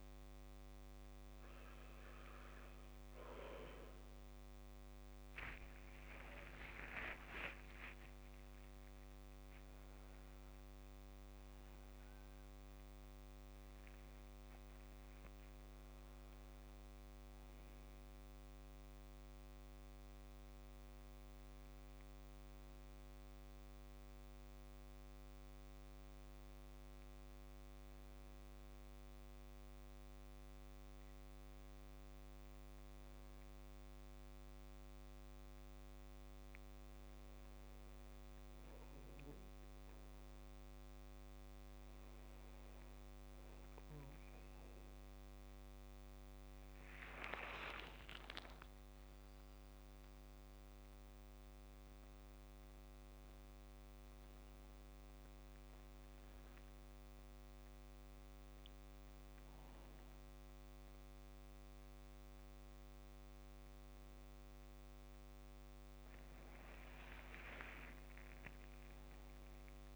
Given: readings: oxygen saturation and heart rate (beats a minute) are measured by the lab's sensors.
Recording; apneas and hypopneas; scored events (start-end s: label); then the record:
a person partly awake in a sleep study, by a microphone on the trachea; none
0.00-16.00 s: oxygen desaturation (device-marked, oxygen 85% lowest, heart rate 61 extreme)
7.50-9.50 s: long interval between heartbeats (device-marked, heart rate 72 before, 84 extreme)
18.00-69.95 s: new sleep stage, N1 (lightest sleep)
47.50-51.50 s: arousal
From the record:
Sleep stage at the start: awake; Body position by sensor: on the back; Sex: male